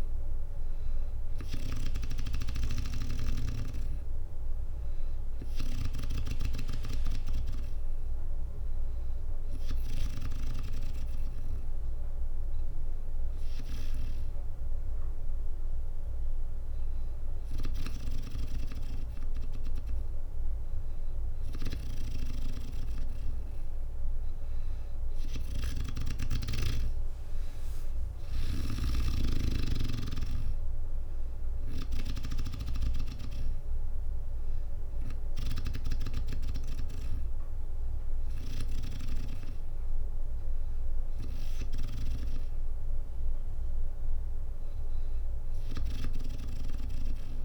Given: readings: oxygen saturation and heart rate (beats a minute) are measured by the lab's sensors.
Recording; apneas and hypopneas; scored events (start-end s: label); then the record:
breathing in sleep by a room microphone; none
26.50-38.50 s: drop in pulse transit time (device-marked, heart rate 63 before, 63 extreme)
28.00-31.50 s: snoring (device-marked)
From the record:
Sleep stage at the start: N2 (light sleep); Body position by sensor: on the back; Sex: female